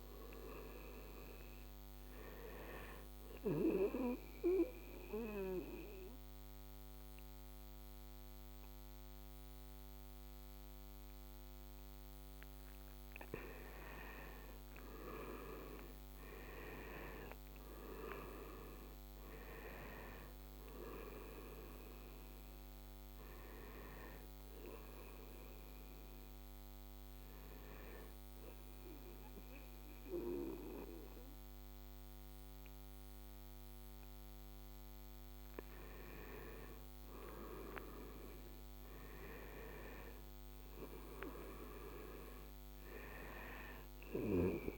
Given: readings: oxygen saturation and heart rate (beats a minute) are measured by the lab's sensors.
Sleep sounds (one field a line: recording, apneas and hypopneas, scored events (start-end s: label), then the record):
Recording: breathing in sleep by a microphone on the trachea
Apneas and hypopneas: 2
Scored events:
0.00-12.00 s: oxygen desaturation (device-marked, oxygen 93% before, 87% lowest, heart rate 81 before, 78 extreme)
3.00-13.50 s: obstructive apnea (oxygen 93% before, 87% lowest, heart rate 81 before, 78 extreme, up 7 after)
15.50-19.00 s: arousal
21.00-34.00 s: oxygen desaturation (device-marked, oxygen 95% before, 87% lowest, heart rate 81 before, 75 extreme)
24.00-37.00 s: hypopnea (oxygen 95% before, 87% lowest, heart rate 82 before, 75 extreme, up 4 after)
39.00-44.00 s: arousal
From the record:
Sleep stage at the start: N2 (light sleep)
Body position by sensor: on the right side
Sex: male